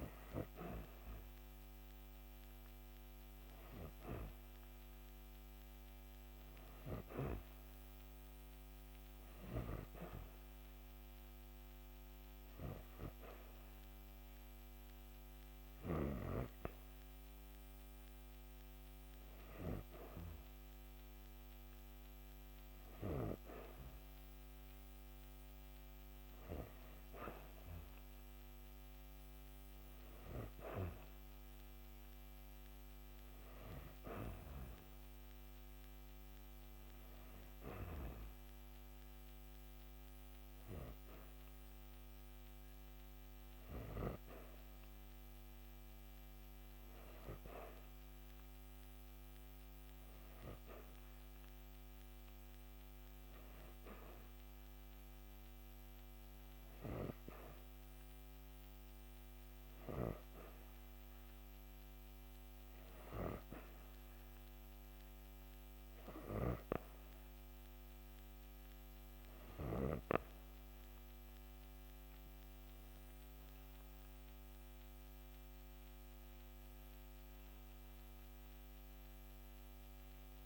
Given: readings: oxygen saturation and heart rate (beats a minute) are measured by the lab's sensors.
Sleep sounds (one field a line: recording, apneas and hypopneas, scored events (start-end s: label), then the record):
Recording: breathing in sleep by a microphone on the trachea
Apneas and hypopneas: 2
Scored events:
1.00-3.50 s: arousal
7.00-19.00 s: hypopnea (oxygen 94% before, 90% lowest, heart rate 56 before, 49 extreme)
22.00-24.50 s: arousal
52.00-67.00 s: hypopnea (oxygen 96% before, 91% lowest, heart rate 53 before, 47 extreme, up 16 after)
73.00-78.50 s: arousal
From the record:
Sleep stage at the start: N2 (light sleep)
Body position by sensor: on the back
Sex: female